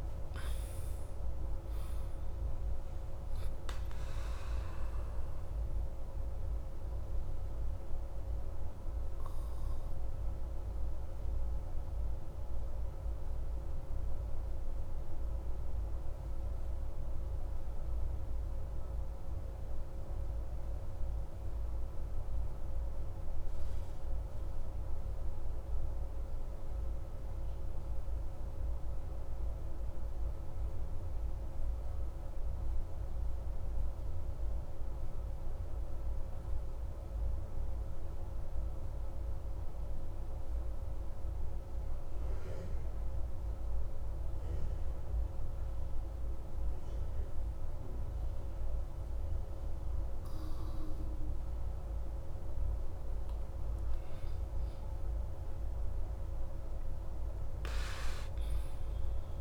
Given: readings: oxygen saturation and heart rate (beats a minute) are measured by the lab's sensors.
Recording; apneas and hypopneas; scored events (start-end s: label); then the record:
breathing in sleep, hard to hear, by a room microphone; 1
0.00-2.50 s: arousal
0.00-13.00 s: oxygen desaturation (device-marked, oxygen 93% lowest)
5.00-52.00 s: obstructive apnea (oxygen 97% before, 90% lowest)
42.00-59.41 s: oxygen desaturation (device-marked, oxygen 97% before, 90% lowest)
54.50-59.00 s: arousal
From the record:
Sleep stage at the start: N2 (light sleep); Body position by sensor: on the back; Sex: male